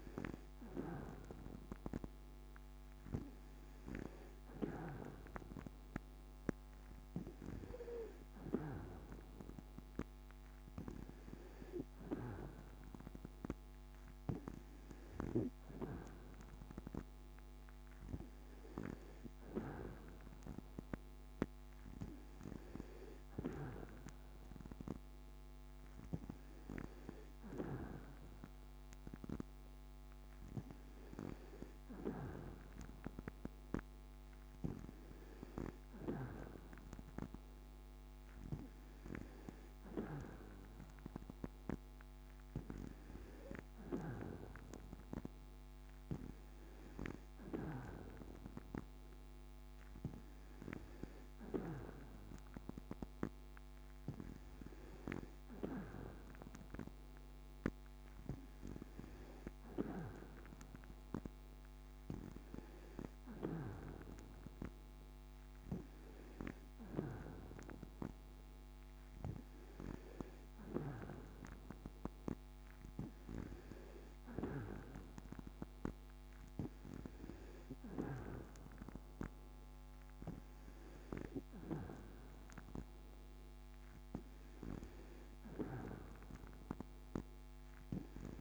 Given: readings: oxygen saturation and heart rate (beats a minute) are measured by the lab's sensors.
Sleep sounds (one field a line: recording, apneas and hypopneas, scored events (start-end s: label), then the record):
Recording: breathing in sleep by a microphone on the trachea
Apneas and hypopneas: none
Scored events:
none scored
From the record:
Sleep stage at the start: N2 (light sleep)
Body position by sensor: on the back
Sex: female